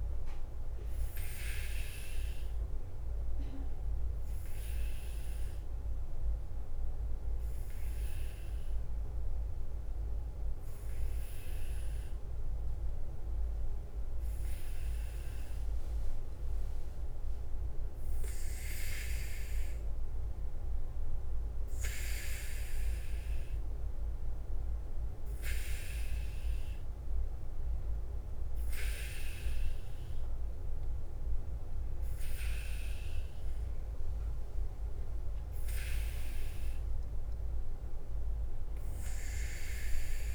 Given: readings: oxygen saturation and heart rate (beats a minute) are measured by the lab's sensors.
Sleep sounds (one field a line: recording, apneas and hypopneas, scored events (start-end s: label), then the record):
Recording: breathing in sleep by a room microphone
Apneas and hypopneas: 1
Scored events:
0.00-40.35 s: bradycardia (device-marked, heart rate 42 extreme)
1.00-13.50 s: obstructive apnea (oxygen 95% before, 94% lowest, heart rate 50 before, 47 extreme, up 5 after)
15.50-18.50 s: arousal
From the record:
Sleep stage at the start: N2 (light sleep)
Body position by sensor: on the back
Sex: male